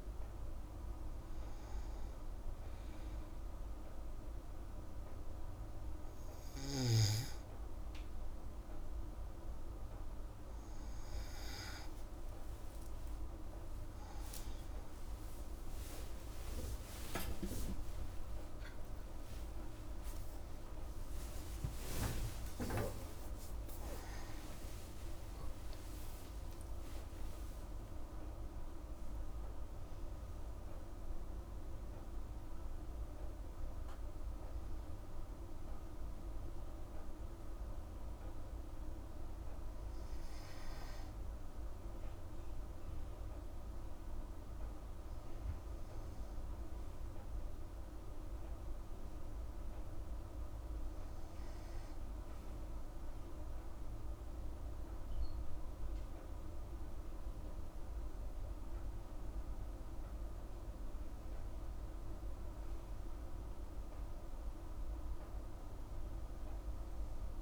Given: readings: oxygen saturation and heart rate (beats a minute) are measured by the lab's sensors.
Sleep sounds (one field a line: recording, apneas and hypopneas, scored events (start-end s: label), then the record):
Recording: a person partly awake in a sleep study, hard to hear, by a room microphone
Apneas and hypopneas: none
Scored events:
8.00-38.00 s: new sleep stage, awake
38.00-67.41 s: new sleep stage, N2 (light sleep)
From the record:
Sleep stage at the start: N2 (light sleep)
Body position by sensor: on the right side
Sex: female